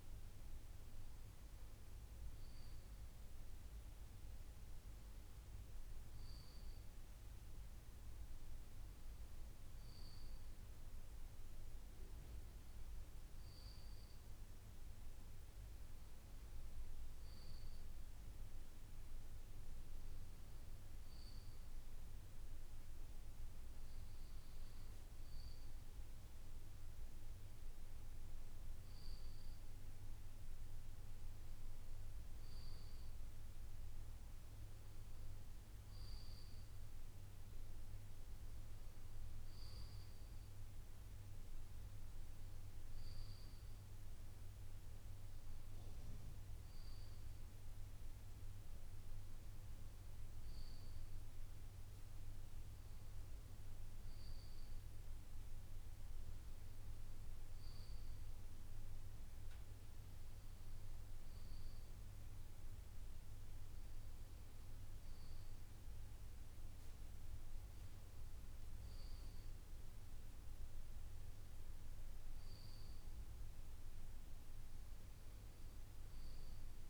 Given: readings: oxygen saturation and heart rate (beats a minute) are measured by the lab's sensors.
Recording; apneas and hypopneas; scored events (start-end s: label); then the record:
breathing in sleep, hard to hear, by a room microphone; none
none scored
From the record:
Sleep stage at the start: N2 (light sleep); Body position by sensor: on the left side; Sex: male